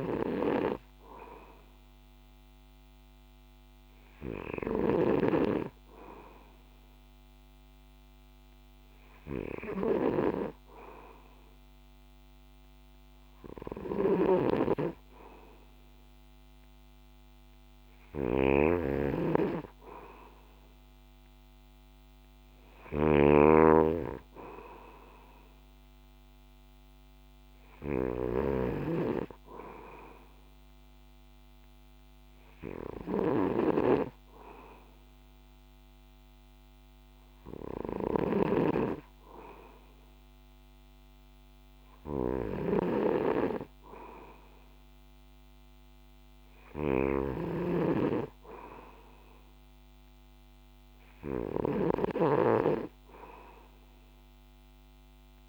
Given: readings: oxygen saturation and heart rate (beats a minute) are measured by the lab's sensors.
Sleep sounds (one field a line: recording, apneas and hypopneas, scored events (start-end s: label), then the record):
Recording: breathing in sleep by a microphone on the trachea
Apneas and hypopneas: none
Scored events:
0.00-5.00 s: snoring (device-marked)
14.00-55.49 s: snoring (device-marked)
From the record:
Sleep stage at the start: N2 (light sleep)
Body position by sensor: on the back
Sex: male